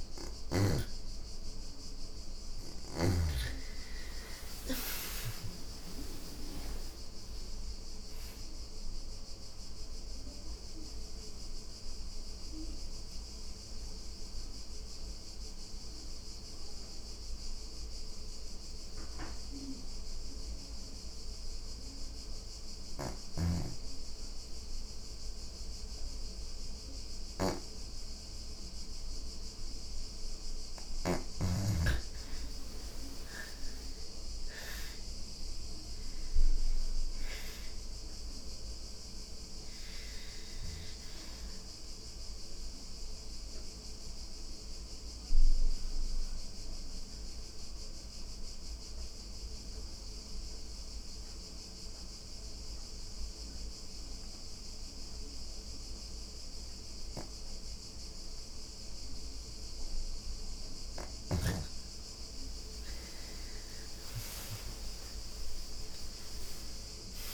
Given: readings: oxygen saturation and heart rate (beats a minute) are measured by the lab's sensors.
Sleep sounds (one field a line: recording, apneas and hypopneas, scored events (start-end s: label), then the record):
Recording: breathing in sleep by a room microphone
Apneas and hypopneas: 2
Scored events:
0.00-4.50 s: arousal
6.00-23.00 s: oxygen desaturation (device-marked, oxygen 98% before, 89% lowest, heart rate 113 before, 46 extreme)
9.50-29.50 s: obstructive apnea (oxygen 98% before, 85% lowest, heart rate 113 before, 46 extreme, up 54 after)
22.00-30.50 s: snoring (device-marked)
31.00-34.50 s: arousal
32.00-39.00 s: oxygen desaturation (device-marked, oxygen 99% before, 92% lowest, heart rate 99 before, 48 extreme)
41.00-50.00 s: oxygen desaturation (device-marked, oxygen 96% before, 85% lowest, heart rate 86 before, 72 extreme)
41.50-59.50 s: obstructive apnea (oxygen 99% before, 85% lowest, heart rate 86 before, 72 extreme)
61.00-65.00 s: arousal
63.00-67.34 s: oxygen desaturation (device-marked, oxygen 98% before, 88% lowest, heart rate 125 before, 85 extreme)
From the record:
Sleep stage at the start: N2 (light sleep)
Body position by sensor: on the back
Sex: female